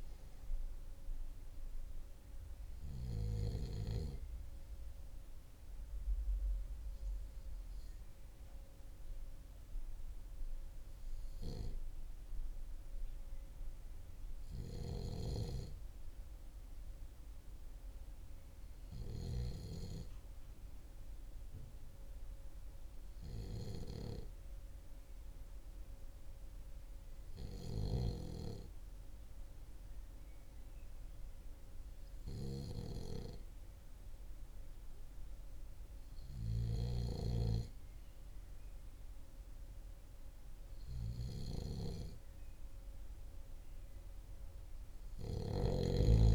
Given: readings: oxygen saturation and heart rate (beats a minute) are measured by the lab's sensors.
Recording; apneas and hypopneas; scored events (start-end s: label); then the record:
breathing in sleep by a room microphone; 1
5.50-40.00 s: hypopnea (oxygen 96% before, 88% lowest, heart rate 41 before, 39 extreme, up 2 after)
12.00-46.35 s: new sleep stage, REM sleep
35.50-46.35 s: snoring (device-marked)
From the record:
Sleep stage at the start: N2 (light sleep); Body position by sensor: on the back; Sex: male